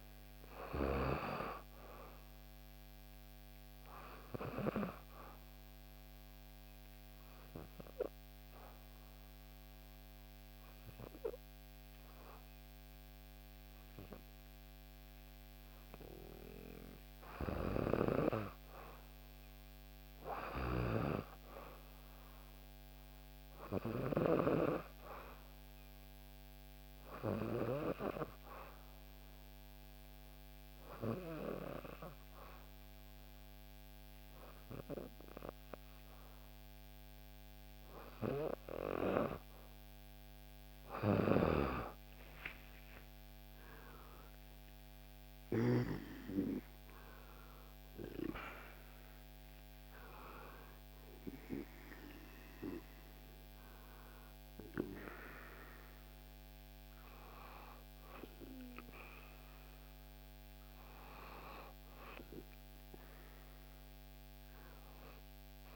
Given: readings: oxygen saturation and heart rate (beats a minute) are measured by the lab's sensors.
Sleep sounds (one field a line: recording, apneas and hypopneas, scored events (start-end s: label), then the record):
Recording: breathing in sleep by a microphone on the trachea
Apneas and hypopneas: 2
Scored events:
0.00-16.00 s: oxygen desaturation (device-marked, oxygen 90% lowest, heart rate 58 extreme)
5.00-16.50 s: obstructive apnea (oxygen 97% before, 90% lowest, heart rate 61 before, 58 extreme, up 4 after)
19.00-22.00 s: arousal
27.50-39.50 s: obstructive apnea (oxygen 97% before, 91% lowest, heart rate 59 before, 58 extreme, up 6 after)
42.00-46.00 s: arousal
From the record:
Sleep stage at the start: N2 (light sleep)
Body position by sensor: on the back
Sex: female